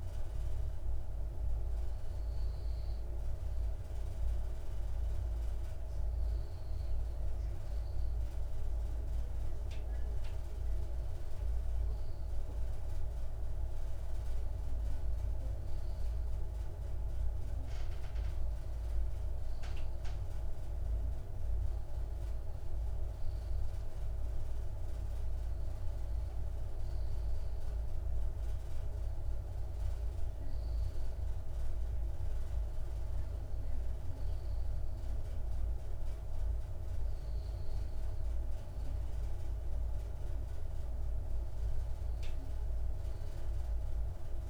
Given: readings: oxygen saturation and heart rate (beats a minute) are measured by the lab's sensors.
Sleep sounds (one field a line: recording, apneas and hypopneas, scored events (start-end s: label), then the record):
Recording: breathing in sleep, hard to hear, by a room microphone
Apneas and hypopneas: none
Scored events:
1.00-44.50 s: new sleep stage, N2 (light sleep)
From the record:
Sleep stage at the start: N1 (lightest sleep)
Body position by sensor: on the left side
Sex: male